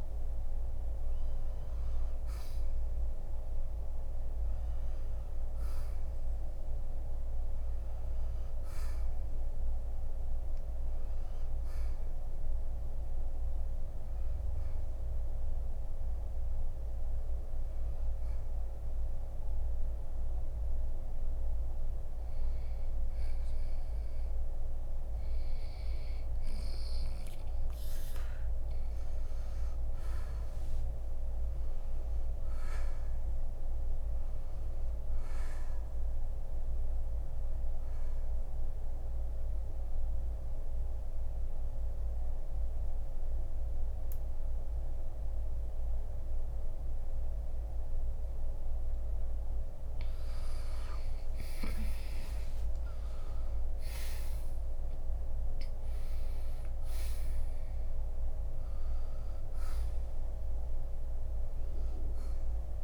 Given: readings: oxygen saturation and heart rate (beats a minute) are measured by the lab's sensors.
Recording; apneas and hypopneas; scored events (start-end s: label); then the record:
breathing in sleep, hard to hear, by a room microphone; 2
0.00-16.00 s: oxygen desaturation (device-marked, oxygen 91% before, 84% lowest, heart rate 68 before, 56 extreme)
3.50-7.00 s: arousal
12.50-24.00 s: hypopnea (oxygen 91% before, 85% lowest, heart rate 61 before, 55 extreme, up 3 after)
26.00-30.00 s: arousal
39.50-50.50 s: mixed apnea (oxygen 93% before, 85% lowest, heart rate 64 before, 52 extreme, up 15 after)
44.00-59.00 s: oxygen desaturation (device-marked, oxygen 92% before, 87% lowest, heart rate 63 before, 48 extreme)
52.00-56.00 s: arousal
56.00-62.84 s: new sleep stage, N1 (lightest sleep)
From the record:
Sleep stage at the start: N2 (light sleep); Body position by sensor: on the right side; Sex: male